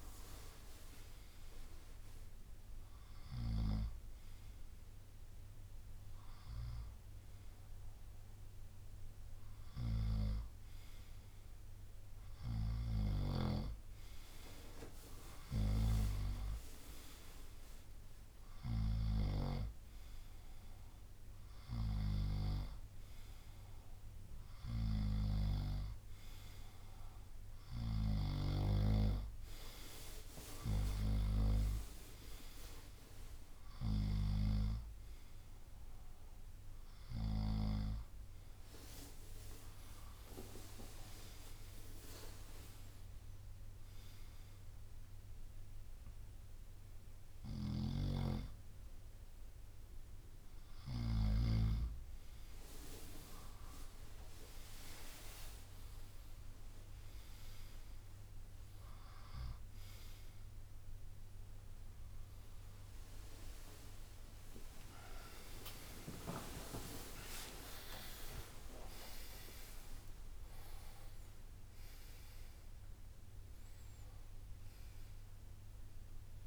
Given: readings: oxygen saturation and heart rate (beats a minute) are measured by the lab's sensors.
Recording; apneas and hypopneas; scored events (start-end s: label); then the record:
breathing in sleep by a room microphone; none
0.00-4.50 s: drop in pulse transit time (device-marked, heart rate 72 extreme)
5.50-7.50 s: bradycardia (device-marked, heart rate 71 before, 64 extreme)
47.50-51.00 s: snoring (device-marked)
64.50-70.50 s: tachycardia (device-marked, heart rate 71 before, 128 extreme)
65.00-67.00 s: long interval between heartbeats (device-marked, heart rate 72 before, 87 extreme)
65.50-76.47 s: drop in pulse transit time (device-marked, heart rate 72 before, 77 extreme)
68.50-70.50 s: long interval between heartbeats (device-marked, heart rate 75 before, 126 extreme)
From the record:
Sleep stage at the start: N2 (light sleep); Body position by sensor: on the front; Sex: male